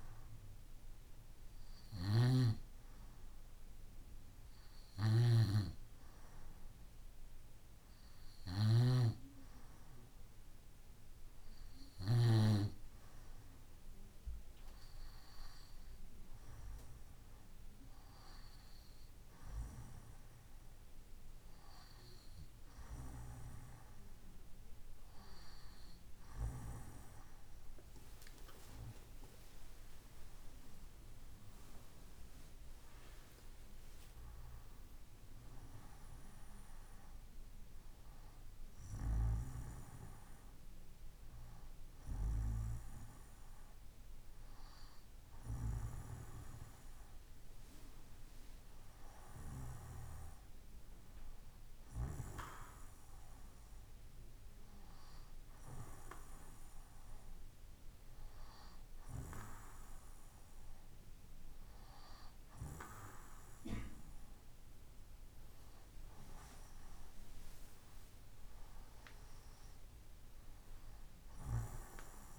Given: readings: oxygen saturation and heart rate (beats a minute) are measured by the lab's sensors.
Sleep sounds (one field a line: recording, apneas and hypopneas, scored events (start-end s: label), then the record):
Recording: breathing in sleep by a room microphone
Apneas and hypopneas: none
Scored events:
1.00-11.50 s: snoring (device-marked)
28.00-32.50 s: arousal
From the record:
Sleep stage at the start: N2 (light sleep)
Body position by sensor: on the right side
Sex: male